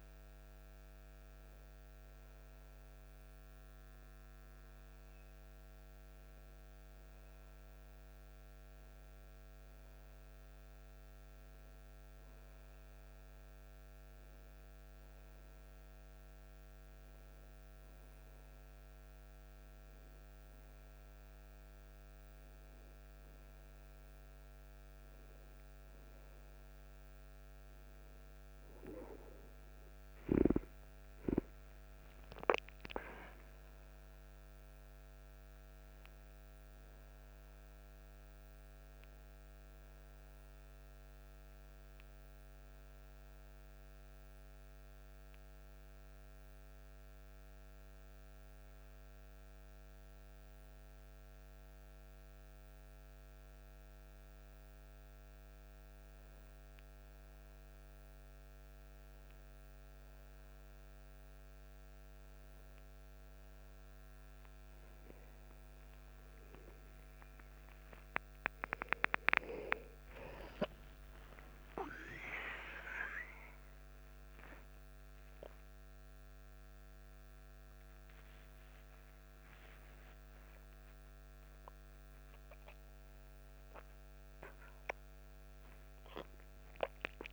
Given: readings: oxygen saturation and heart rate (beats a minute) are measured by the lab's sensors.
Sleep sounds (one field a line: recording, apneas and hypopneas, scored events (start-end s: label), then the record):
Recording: breathing in sleep by a microphone on the trachea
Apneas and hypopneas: 1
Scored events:
30.00-34.00 s: arousal
41.50-56.50 s: hypopnea (oxygen 90% before, 88% lowest, heart rate 69 before, 52 extreme, up 6 after)
70.00-87.32 s: new sleep stage, awake
74.00-81.00 s: oxygen desaturation (device-marked, oxygen 92% before, 88% lowest, heart rate 71 before, 47 extreme)
From the record:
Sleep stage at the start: N2 (light sleep)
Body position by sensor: on the right side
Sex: male